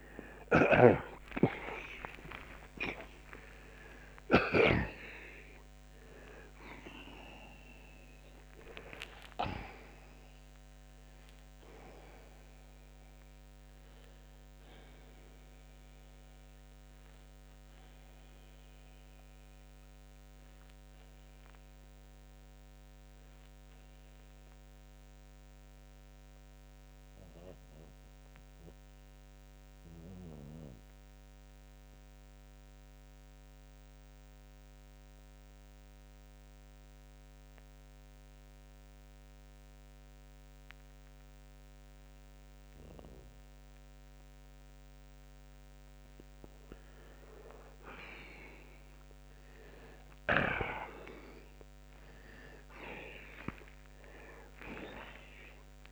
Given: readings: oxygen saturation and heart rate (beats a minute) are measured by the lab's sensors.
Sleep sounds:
breathing in sleep by a microphone on the trachea; 1
0.00-2.50 s: arousal
0.50-4.50 s: snoring (device-marked)
9.50-14.50 s: oxygen desaturation (device-marked, oxygen 95% before, 92% lowest)
24.00-45.50 s: mixed apnea (oxygen 95% before, 84% lowest, heart rate 71 before, 53 extreme)
32.50-48.50 s: oxygen desaturation (device-marked, oxygen 94% before, 86% lowest, heart rate 63 before, 53 extreme)
52.00-55.92 s: arousal
From the record:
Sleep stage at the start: N2 (light sleep); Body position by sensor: on the back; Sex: male

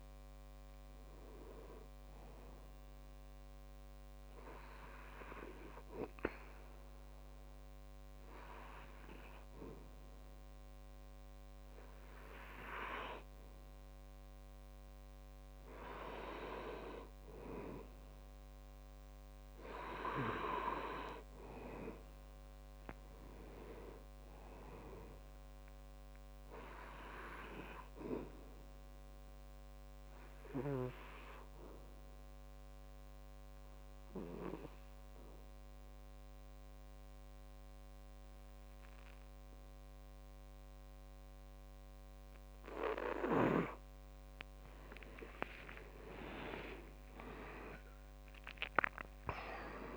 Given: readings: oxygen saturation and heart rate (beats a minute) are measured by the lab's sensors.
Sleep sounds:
breathing in sleep by a microphone on the trachea; 2
4.50-15.50 s: hypopnea (oxygen 98% before, 91% lowest, heart rate 67 before, 65 extreme, up 3 after)
21.50-25.00 s: arousal
28.50-44.00 s: obstructive apnea (oxygen 97% before, 91% lowest, heart rate 68 before, 63 extreme, up 10 after)
46.00-49.97 s: arousal
From the record:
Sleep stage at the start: N2 (light sleep); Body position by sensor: on the back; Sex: male

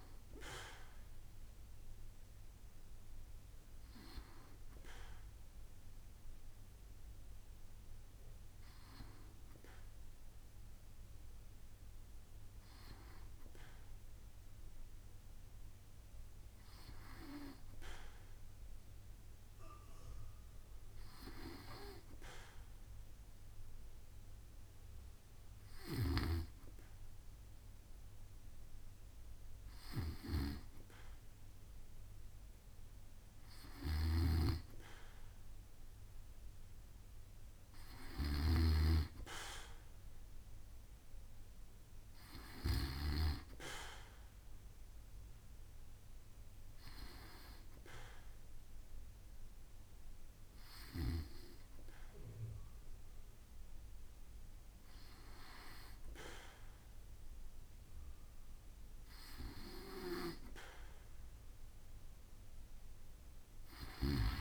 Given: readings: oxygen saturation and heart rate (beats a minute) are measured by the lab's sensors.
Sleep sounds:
breathing in sleep by a room microphone; none
33.50-43.00 s: snoring (device-marked)
From the record:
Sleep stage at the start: N2 (light sleep); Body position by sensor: on the back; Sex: male

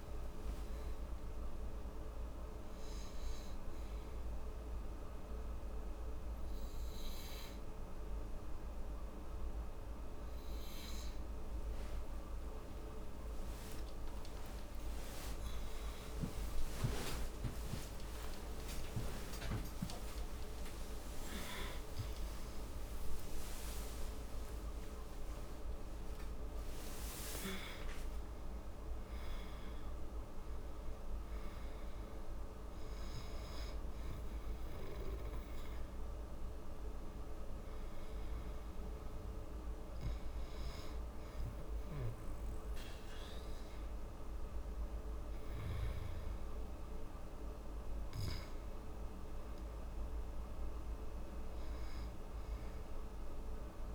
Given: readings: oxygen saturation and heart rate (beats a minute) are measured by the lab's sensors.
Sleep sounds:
breathing in sleep, hard to hear, by a room microphone; none
12.00-18.00 s: arousal
50.00-53.00 s: arousal
From the record:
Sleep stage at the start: N2 (light sleep); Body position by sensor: on the back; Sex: female

